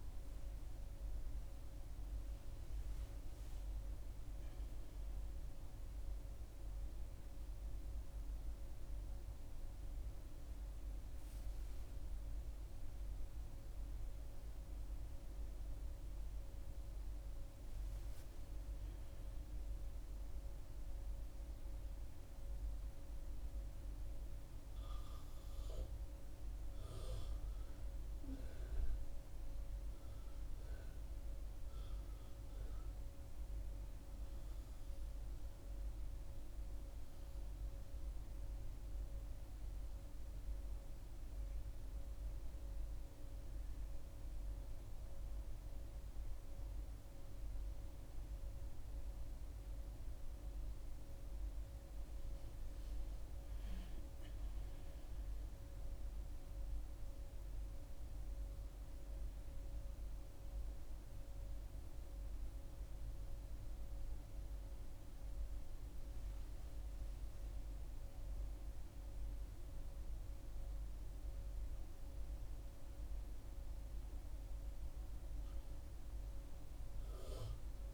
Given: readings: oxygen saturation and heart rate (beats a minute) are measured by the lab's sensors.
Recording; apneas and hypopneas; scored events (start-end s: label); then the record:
a person partly awake in a sleep study, hard to hear, by a room microphone; 1
26.00-77.94 s: new sleep stage, N1 (lightest sleep)
36.50-46.50 s: hypopnea (oxygen 96% before, 93% lowest, heart rate 73 before, 70 extreme, up 3 after)
48.00-51.50 s: arousal
56.00-70.00 s: oxygen desaturation (device-marked, oxygen 96% before, 93% lowest, heart rate 71 before, 71 extreme)
71.50-76.50 s: arousal
From the record:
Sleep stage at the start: awake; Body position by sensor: on the back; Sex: female